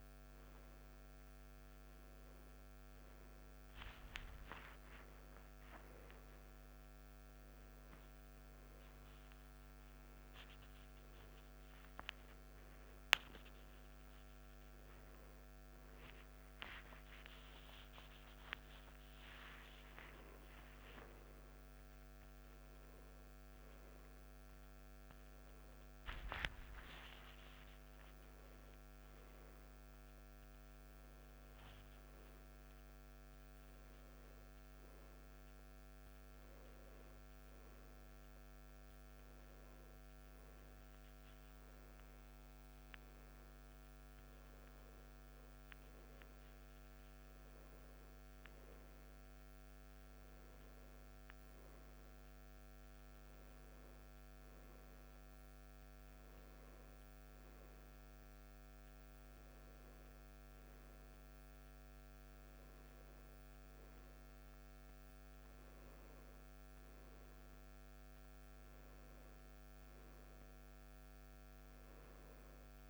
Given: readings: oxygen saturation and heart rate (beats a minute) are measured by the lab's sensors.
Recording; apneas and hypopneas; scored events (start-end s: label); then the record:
a person awake in a sleep study, hard to hear, by a microphone on the trachea; none
0.00-3.50 s: oxygen desaturation (device-marked, oxygen 87% lowest, heart rate 66 extreme)
12.00-14.00 s: long interval between heartbeats (device-marked, heart rate 74 before, 78 extreme)
42.50-72.90 s: new sleep stage, N1 (lightest sleep)
From the record:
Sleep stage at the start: awake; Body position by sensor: on the back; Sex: male